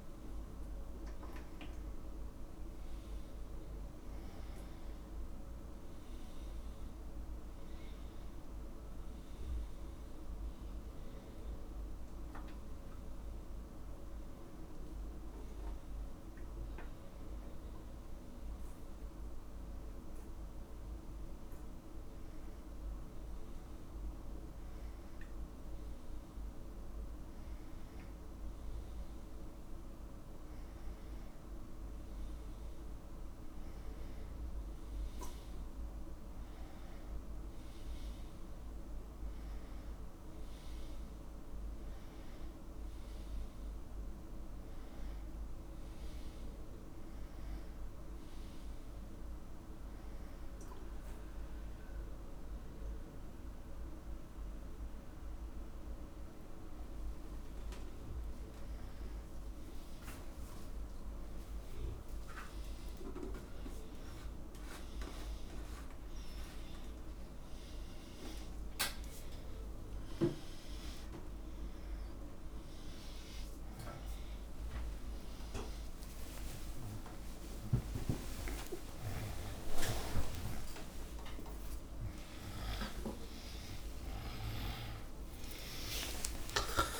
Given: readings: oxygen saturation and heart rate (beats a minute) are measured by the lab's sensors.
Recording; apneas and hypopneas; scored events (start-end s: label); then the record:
breathing in sleep by a room microphone; none
4.50-16.50 s: tachycardia (device-marked, heart rate 68 before, 156 extreme)
40.50-47.50 s: tachycardia (device-marked, heart rate 72 before, 149 extreme)
49.50-54.50 s: tachycardia (device-marked, heart rate 73 before, 144 extreme)
65.50-87.00 s: new sleep stage, awake
66.50-80.50 s: tachycardia (device-marked, heart rate 76 before, 155 extreme)
From the record:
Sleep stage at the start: N2 (light sleep); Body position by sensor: upright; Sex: male